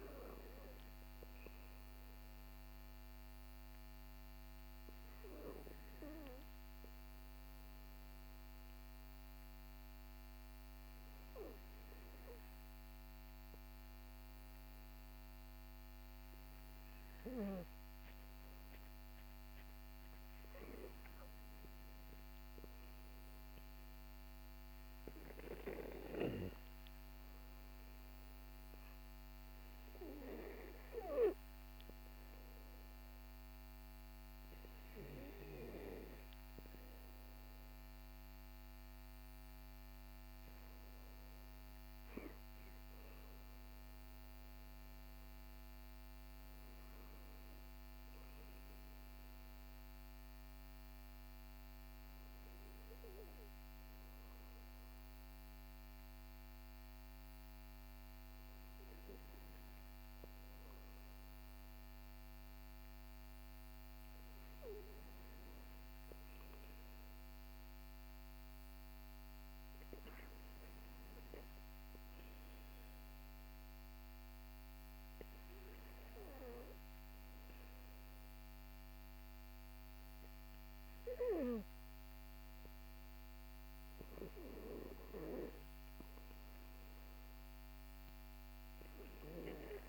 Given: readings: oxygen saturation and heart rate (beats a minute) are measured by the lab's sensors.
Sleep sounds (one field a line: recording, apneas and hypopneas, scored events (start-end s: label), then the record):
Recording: breathing in sleep by a microphone on the trachea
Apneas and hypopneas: none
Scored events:
none scored
From the record:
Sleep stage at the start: N2 (light sleep)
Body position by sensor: on the back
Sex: male